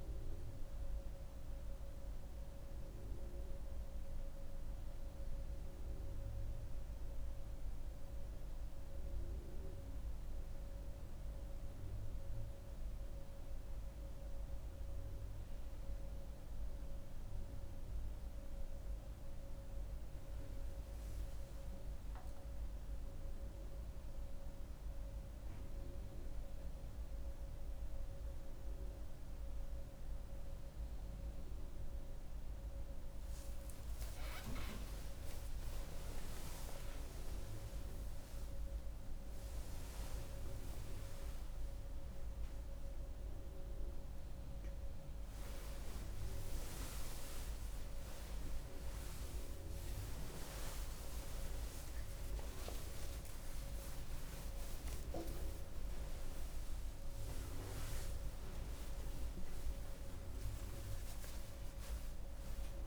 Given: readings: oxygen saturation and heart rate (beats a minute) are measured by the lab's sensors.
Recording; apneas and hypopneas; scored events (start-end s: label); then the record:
a person awake in a sleep study, by a room microphone; none
none scored
From the record:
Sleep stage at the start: awake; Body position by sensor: on the back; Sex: female